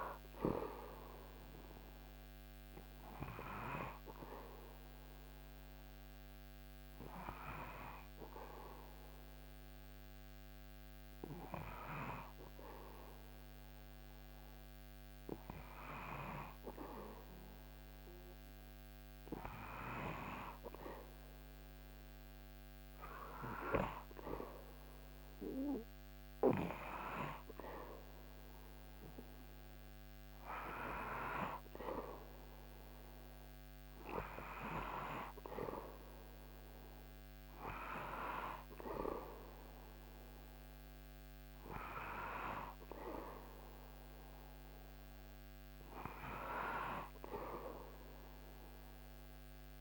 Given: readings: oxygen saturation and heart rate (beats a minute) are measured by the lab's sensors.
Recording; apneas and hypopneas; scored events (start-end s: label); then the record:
breathing in sleep by a microphone on the trachea; 1
2.00-18.00 s: hypopnea (oxygen 96% before, 94% lowest, heart rate 78 before, 74 extreme, up 7 after)
21.00-24.00 s: arousal
From the record:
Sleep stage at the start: N2 (light sleep); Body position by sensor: on the back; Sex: male